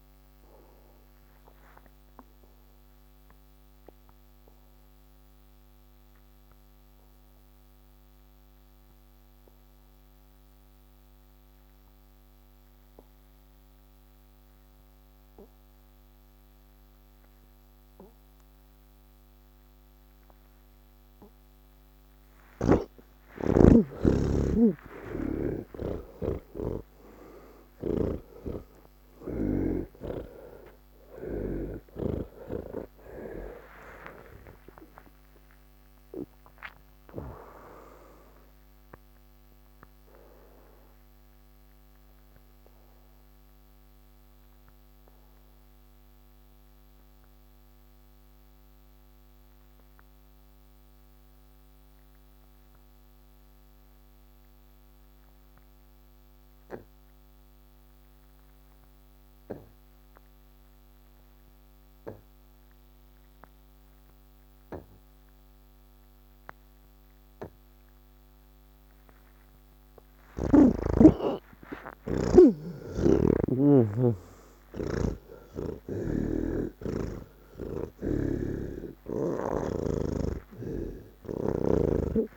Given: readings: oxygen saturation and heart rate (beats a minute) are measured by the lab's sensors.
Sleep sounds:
breathing in sleep by a microphone on the trachea; 2
0.00-12.00 s: oxygen desaturation (device-marked, oxygen 80% lowest, heart rate 48 extreme)
1.00-22.00 s: obstructive apnea (oxygen 98% before, 80% lowest, heart rate 110 before, 83 extreme, up 48 after)
19.00-51.00 s: oxygen desaturation (device-marked, oxygen 98% before, 80% lowest, heart rate 117 before, 83 extreme)
25.00-32.50 s: snoring (device-marked)
40.00-70.50 s: obstructive apnea (oxygen 98% before, 79% lowest, heart rate 151 before, 96 extreme, up 57 after)
64.00-82.37 s: oxygen desaturation (device-marked, oxygen 99% before, 79% lowest, heart rate 130 before, 85 extreme)
73.00-76.50 s: snoring (device-marked)
78.00-82.37 s: new sleep stage, N3 (deep sleep)
From the record:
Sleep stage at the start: N1 (lightest sleep); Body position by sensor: on the back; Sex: male

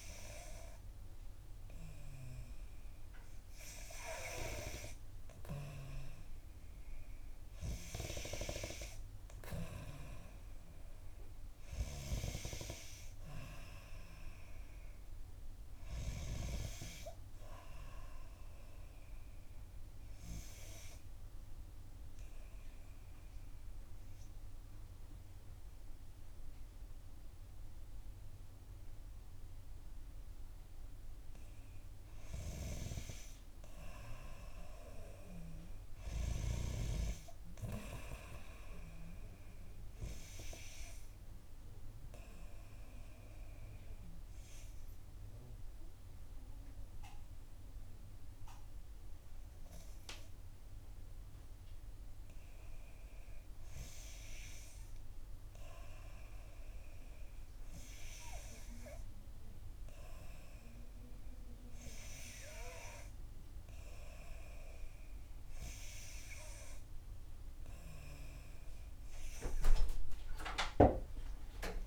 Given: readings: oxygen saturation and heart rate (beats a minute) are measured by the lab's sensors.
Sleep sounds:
breathing in sleep by a room microphone; 2
19.50-71.87 s: new sleep stage, N2 (light sleep)
21.00-32.00 s: obstructive apnea (oxygen 91% before, 90% lowest, heart rate 65 before, 57 extreme, up 3 after)
33.50-37.00 s: arousal
41.50-52.00 s: obstructive apnea (oxygen 94% before, 90% lowest, heart rate 63 before, 57 extreme, up 5 after)
54.00-57.50 s: arousal
From the record:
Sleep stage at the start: N3 (deep sleep); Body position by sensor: on the back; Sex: female

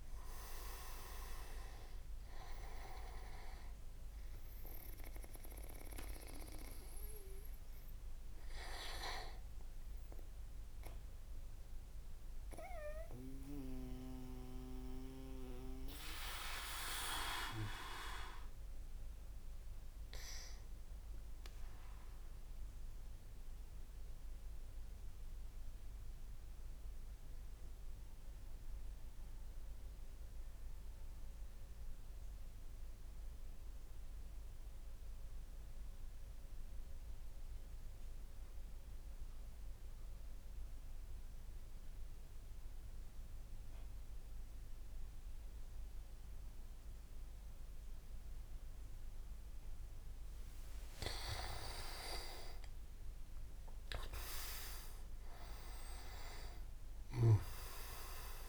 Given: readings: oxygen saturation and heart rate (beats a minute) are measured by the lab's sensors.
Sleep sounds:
breathing in sleep by a room microphone; 1
0.00-12.50 s: oxygen desaturation (device-marked, oxygen 94% lowest)
12.50-50.50 s: mixed apnea (oxygen 98% before, 94% lowest)
48.50-58.49 s: oxygen desaturation (device-marked, oxygen 99% before, 94% lowest)
51.00-52.50 s: leg movement (device-marked)
52.00-56.50 s: arousal
From the record:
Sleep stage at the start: N2 (light sleep); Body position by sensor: on the back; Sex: male

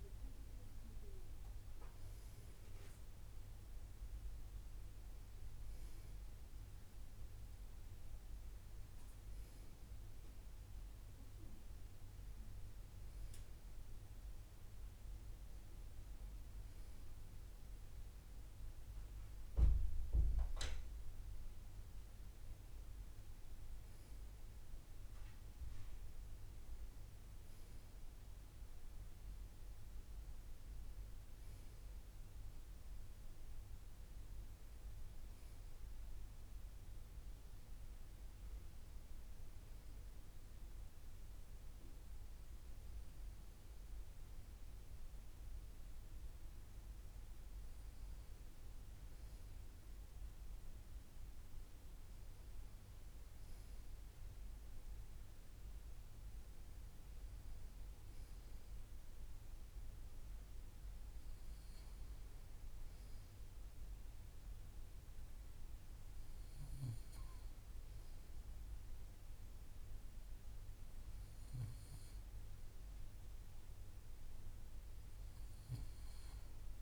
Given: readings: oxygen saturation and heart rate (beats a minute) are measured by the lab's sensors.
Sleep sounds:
breathing in sleep, hard to hear, by a room microphone; none
none scored
From the record:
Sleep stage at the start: N2 (light sleep); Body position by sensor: on the right side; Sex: male

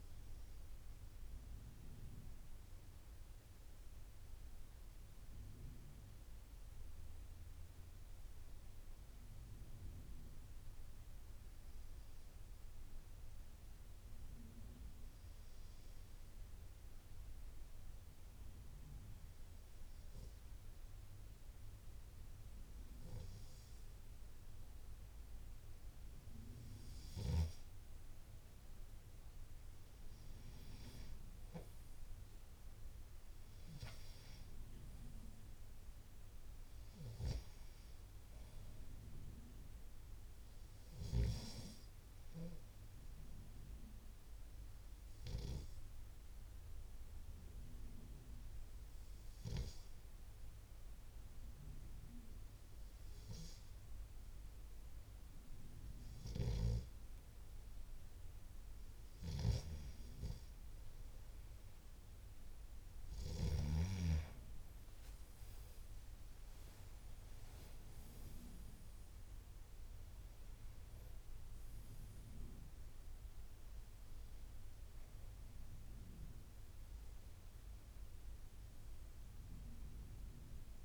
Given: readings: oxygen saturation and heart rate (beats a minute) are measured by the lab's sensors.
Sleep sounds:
breathing in sleep by a room microphone; 2
5.50-26.00 s: obstructive apnea (oxygen 94% before, 91% lowest, heart rate 78 before, 70 extreme, up 8 after)
30.00-55.00 s: oxygen desaturation (device-marked, oxygen 96% before, 91% lowest, heart rate 74 before, 71 extreme)
31.00-34.50 s: arousal
42.00-59.50 s: obstructive apnea (oxygen 96% before, 91% lowest, heart rate 76 before, 70 extreme, up 3 after)
64.50-68.50 s: arousal
69.00-79.00 s: oxygen desaturation (device-marked, oxygen 95% before, 91% lowest, heart rate 73 before, 67 extreme)
From the record:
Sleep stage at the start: N2 (light sleep); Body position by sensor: on the left side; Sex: male

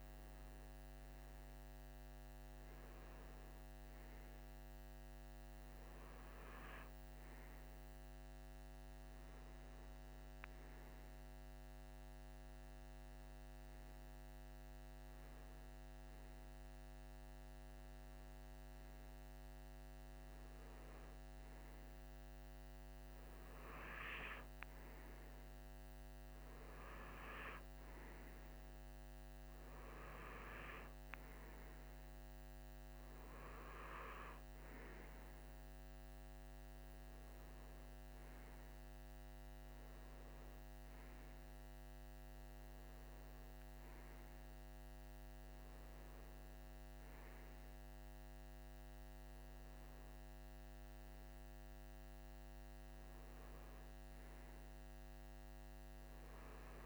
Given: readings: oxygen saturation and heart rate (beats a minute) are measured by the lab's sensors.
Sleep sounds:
breathing in sleep by a microphone on the trachea; none
none scored
From the record:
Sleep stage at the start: REM sleep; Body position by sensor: on the right side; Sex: male

